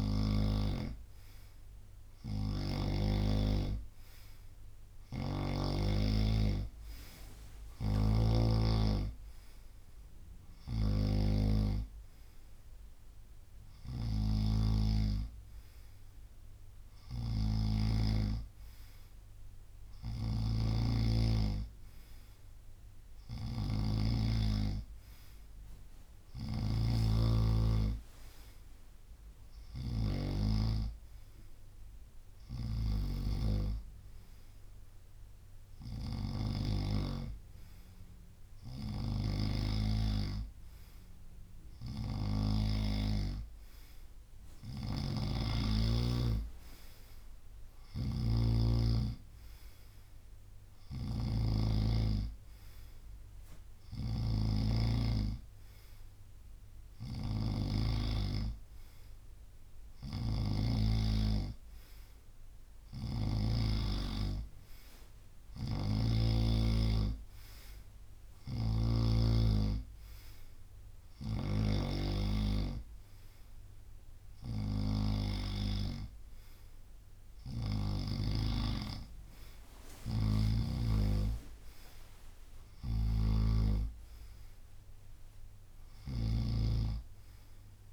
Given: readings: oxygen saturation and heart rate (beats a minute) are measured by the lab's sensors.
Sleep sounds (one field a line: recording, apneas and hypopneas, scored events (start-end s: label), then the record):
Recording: breathing in sleep by a room microphone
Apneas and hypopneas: none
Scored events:
2.00-5.50 s: snoring (device-marked)
7.50-33.50 s: snoring (device-marked)
26.00-35.00 s: drop in pulse transit time (device-marked, heart rate 71 before, 70 extreme)
35.50-42.50 s: snoring (device-marked)
44.50-51.50 s: snoring (device-marked)
53.50-63.50 s: snoring (device-marked)
68.00-78.00 s: snoring (device-marked)
80.00-87.92 s: drop in pulse transit time (device-marked, heart rate 72 before, 73 extreme)
82.50-86.50 s: snoring (device-marked)
From the record:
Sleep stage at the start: N2 (light sleep)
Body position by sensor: on the right side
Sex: male